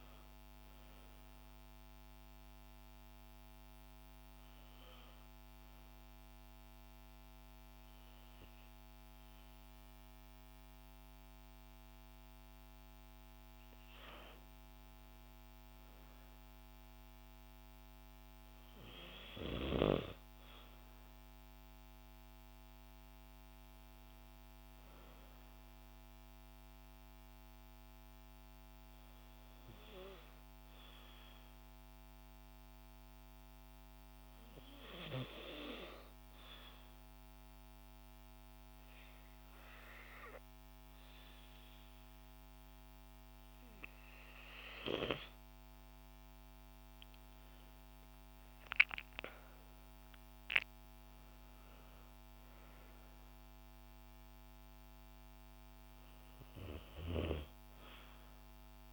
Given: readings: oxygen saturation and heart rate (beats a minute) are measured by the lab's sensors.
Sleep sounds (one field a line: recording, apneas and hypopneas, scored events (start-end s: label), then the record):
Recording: breathing in sleep by a microphone on the trachea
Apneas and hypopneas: 2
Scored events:
0.00-12.00 s: oxygen desaturation (device-marked, oxygen 93% lowest, heart rate 56 extreme)
2.50-14.00 s: hypopnea (oxygen 96% before, 92% lowest, heart rate 62 before, 56 extreme, up 3 after)
16.00-20.00 s: arousal
30.00-46.00 s: hypopnea (oxygen 96% before, 92% lowest, heart rate 59 before, 57 extreme, up 7 after)
48.00-51.50 s: arousal
48.00-58.93 s: oxygen desaturation (device-marked, oxygen 95% before, 92% lowest, heart rate 58 before, 56 extreme)
From the record:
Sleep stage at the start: N2 (light sleep)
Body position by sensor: on the back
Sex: female